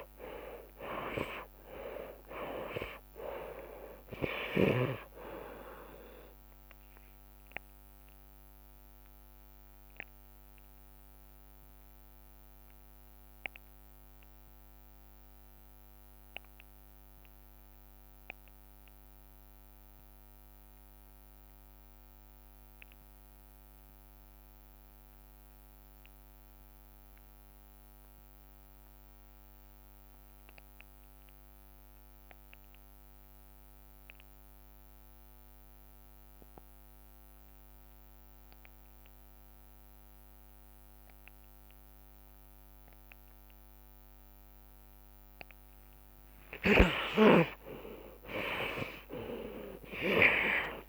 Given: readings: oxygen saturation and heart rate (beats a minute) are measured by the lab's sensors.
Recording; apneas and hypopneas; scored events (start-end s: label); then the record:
breathing in sleep by a microphone on the trachea; 1
0.00-2.00 s: arousal
1.50-3.50 s: long interval between heartbeats (device-marked)
3.50-5.50 s: long interval between heartbeats (device-marked)
9.00-46.00 s: obstructive apnea (oxygen 95% before, 63% lowest)
9.50-11.50 s: long interval between heartbeats (device-marked)
19.50-28.50 s: drop in pulse transit time (device-marked)
20.50-46.50 s: oxygen desaturation (device-marked, oxygen 91% before, 63% lowest)
22.50-24.50 s: long interval between heartbeats (device-marked)
46.50-50.50 s: snoring (device-marked)
46.50-50.89 s: drop in pulse transit time (device-marked)
47.00-50.89 s: arousal
From the record:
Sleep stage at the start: REM sleep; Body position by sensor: on the left side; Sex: male